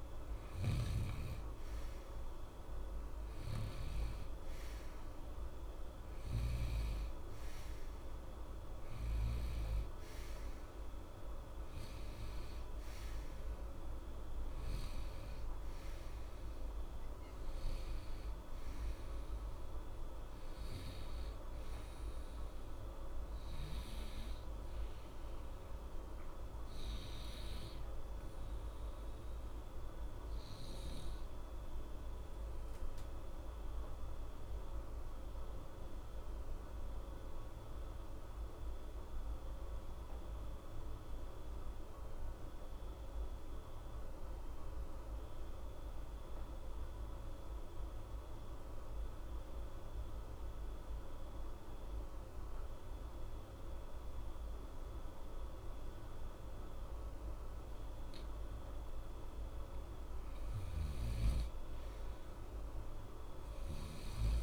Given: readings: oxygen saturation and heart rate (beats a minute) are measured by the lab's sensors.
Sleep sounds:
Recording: breathing in sleep, hard to hear, by a room microphone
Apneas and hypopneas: 1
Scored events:
0.00-1.00 s: arousal
0.00-40.50 s: oxygen desaturation (device-marked, oxygen 88% lowest, heart rate 60 extreme)
29.00-59.50 s: obstructive apnea (oxygen 94% before, 87% lowest, heart rate 60 before, 60 extreme, up 2 after)
61.50-64.43 s: oxygen desaturation (device-marked, oxygen 96% before, 87% lowest, heart rate 61 before, 60 extreme)
62.00-64.43 s: arousal
From the record:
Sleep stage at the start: N2 (light sleep)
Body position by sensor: on the right side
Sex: male

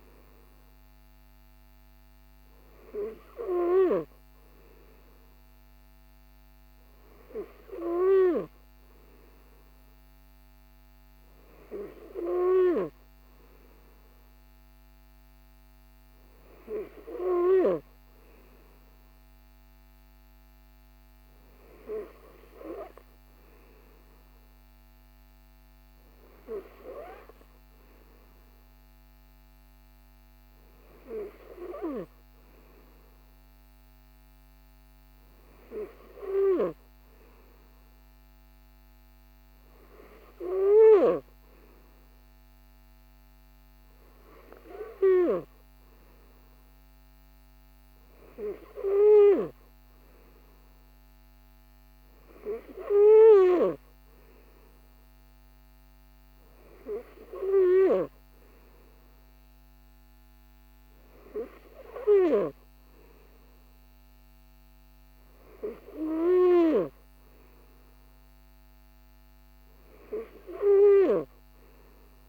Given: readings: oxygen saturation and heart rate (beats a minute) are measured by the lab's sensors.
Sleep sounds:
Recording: breathing in sleep by a microphone on the trachea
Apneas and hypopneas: none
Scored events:
none scored
From the record:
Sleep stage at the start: N3 (deep sleep)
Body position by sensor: on the right side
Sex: male

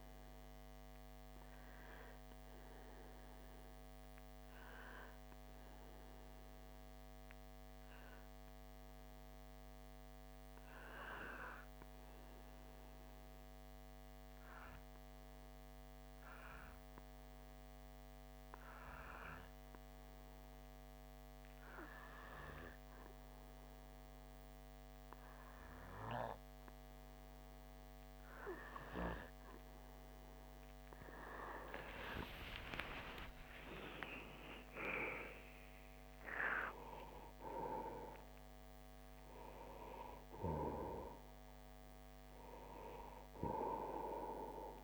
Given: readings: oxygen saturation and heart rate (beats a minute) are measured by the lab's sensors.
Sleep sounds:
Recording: breathing in sleep by a microphone on the trachea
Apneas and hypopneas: 1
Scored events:
4.00-30.00 s: obstructive apnea (oxygen 96% before, 93% lowest)
31.50-36.00 s: arousal
33.50-44.84 s: oxygen desaturation (device-marked, oxygen 97% before, 93% lowest)
From the record:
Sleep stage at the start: N2 (light sleep)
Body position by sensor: on the back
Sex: male

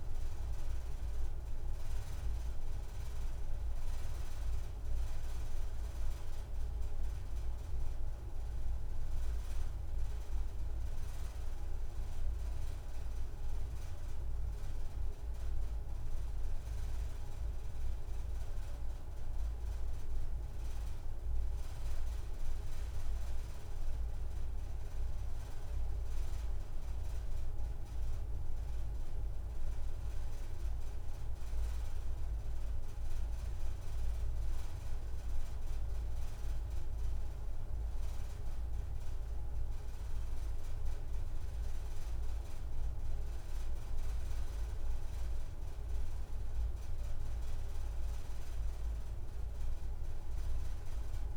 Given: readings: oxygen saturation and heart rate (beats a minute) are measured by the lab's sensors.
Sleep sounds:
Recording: breathing in sleep, hard to hear, by a room microphone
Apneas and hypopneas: none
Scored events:
none scored
From the record:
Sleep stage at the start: N2 (light sleep)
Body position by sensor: on the right side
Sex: female

